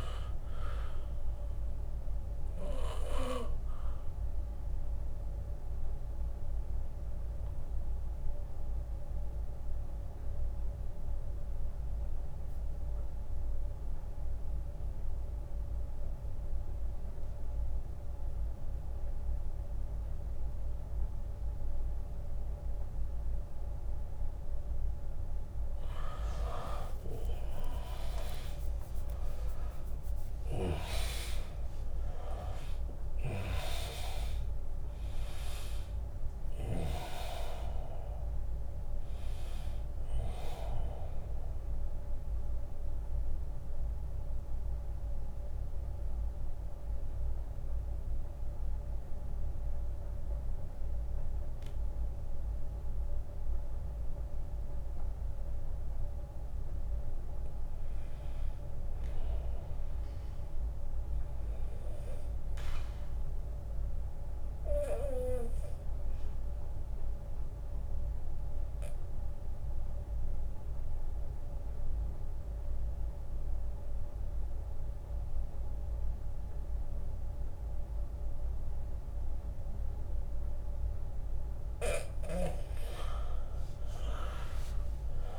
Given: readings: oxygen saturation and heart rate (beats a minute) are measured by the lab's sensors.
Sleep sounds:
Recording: breathing in sleep by a room microphone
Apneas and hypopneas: 3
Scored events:
1.50-18.50 s: oxygen desaturation (device-marked, oxygen 100% before, 93% lowest, heart rate 81 before, 64 extreme)
5.50-24.00 s: obstructive apnea (oxygen 100% before, 82% lowest, heart rate 81 before, 64 extreme, up 8 after)
8.50-10.50 s: long interval between heartbeats (device-marked, heart rate 81 before, 73 extreme)
27.00-31.00 s: arousal
27.50-42.50 s: drop in pulse transit time (device-marked, heart rate 74 before, 78 extreme)
29.50-54.50 s: oxygen desaturation (device-marked, oxygen 98% before, 82% lowest, heart rate 74 before, 73 extreme)
30.50-32.50 s: long interval between heartbeats (device-marked, heart rate 75 before, 79 extreme)
41.50-56.00 s: central apnea (oxygen 98% before, 82% lowest, heart rate 80 before, 73 extreme, up 12 after)
57.50-61.00 s: arousal
66.50-80.50 s: obstructive apnea (oxygen 100% before, 81% lowest, heart rate 79 before, 65 extreme, up 11 after)
68.50-77.50 s: oxygen desaturation (device-marked, oxygen 100% before, 94% lowest, heart rate 79 before, 65 extreme)
83.50-85.38 s: arousal
From the record:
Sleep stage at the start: N2 (light sleep)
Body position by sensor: on the back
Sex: male

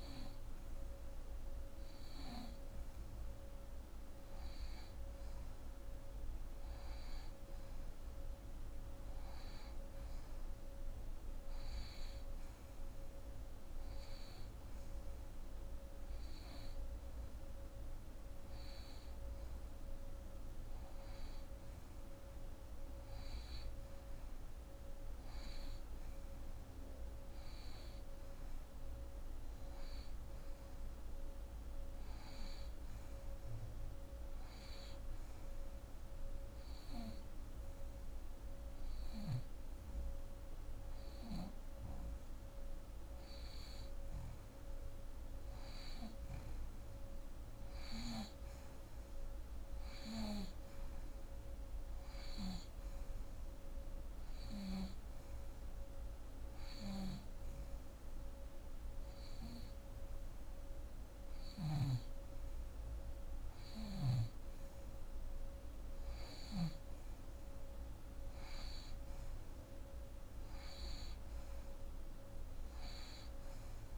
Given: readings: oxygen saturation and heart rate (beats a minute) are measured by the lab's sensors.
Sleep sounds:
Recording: breathing in sleep, hard to hear, by a room microphone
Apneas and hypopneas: 1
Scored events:
35.50-45.50 s: hypopnea (oxygen 89% before, 86% lowest)
47.50-51.50 s: arousal
71.00-73.98 s: arousal
From the record:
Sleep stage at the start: N2 (light sleep)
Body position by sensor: on the back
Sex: female

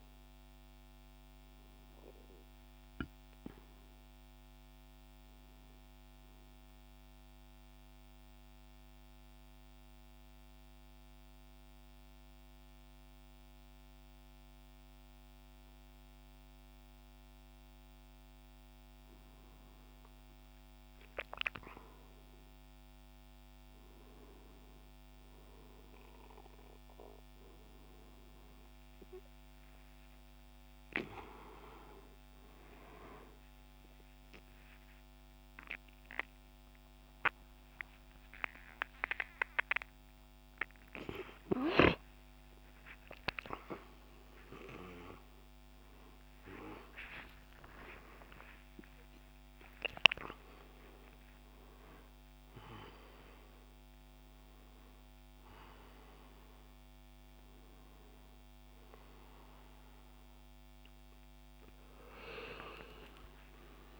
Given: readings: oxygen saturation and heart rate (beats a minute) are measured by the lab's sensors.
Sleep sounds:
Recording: a person awake in a sleep study, by a microphone on the trachea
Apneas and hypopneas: 1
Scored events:
7.00-18.00 s: central apnea (oxygen 98% before, 95% lowest, heart rate 80 before, 70 extreme, up 10 after)
23.50-41.50 s: oxygen desaturation (device-marked, oxygen 98% before, 95% lowest, heart rate 73 before, 73 extreme)
29.50-64.00 s: new sleep stage, awake
From the record:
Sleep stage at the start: N2 (light sleep)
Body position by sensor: on the right side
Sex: male

